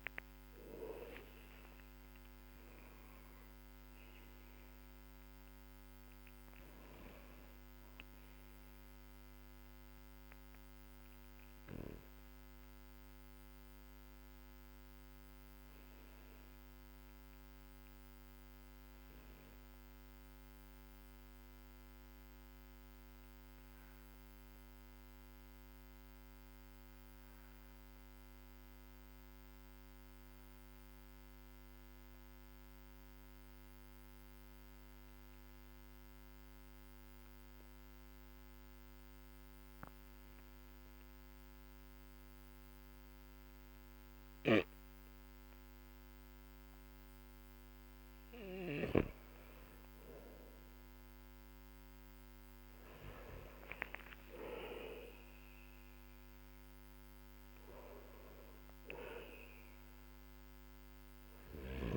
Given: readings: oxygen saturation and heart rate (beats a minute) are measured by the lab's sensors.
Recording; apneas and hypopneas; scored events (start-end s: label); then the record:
breathing in sleep by a microphone on the trachea; 1
0.00-29.50 s: oxygen desaturation (device-marked, oxygen 92% lowest, heart rate 47 extreme)
11.00-46.50 s: mixed apnea (oxygen 97% before, 90% lowest, heart rate 56 before, 47 extreme, up 12 after)
43.50-61.97 s: oxygen desaturation (device-marked, oxygen 99% before, 90% lowest, heart rate 52 before, 47 extreme)
49.00-53.50 s: arousal
From the record:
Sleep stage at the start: N2 (light sleep); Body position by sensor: on the back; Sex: male